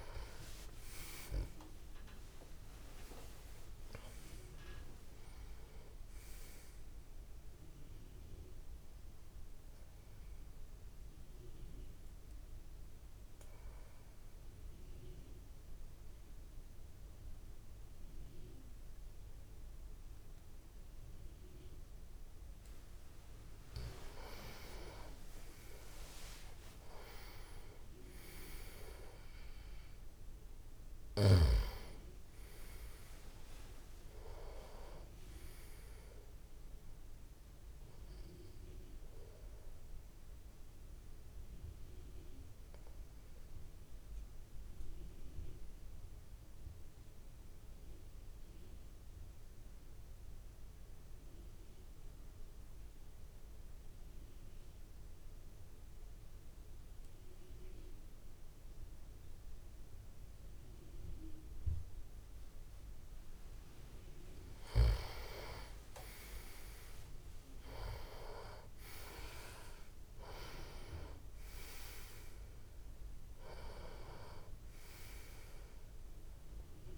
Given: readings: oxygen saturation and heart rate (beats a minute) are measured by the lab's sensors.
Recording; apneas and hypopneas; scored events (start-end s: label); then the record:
breathing in sleep by a room microphone; 2
0.00-4.50 s: arousal
0.00-18.50 s: oxygen desaturation (device-marked, oxygen 89% lowest)
9.00-23.00 s: obstructive apnea (oxygen 97% before, 89% lowest)
25.00-29.50 s: arousal
30.50-49.50 s: oxygen desaturation (device-marked, oxygen 98% before, 95% lowest)
39.50-63.00 s: obstructive apnea (oxygen 98% before, 90% lowest)
64.50-76.98 s: oxygen desaturation (device-marked, oxygen 98% before, 91% lowest)
65.50-69.00 s: arousal
From the record:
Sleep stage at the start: N2 (light sleep); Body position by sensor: on the back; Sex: male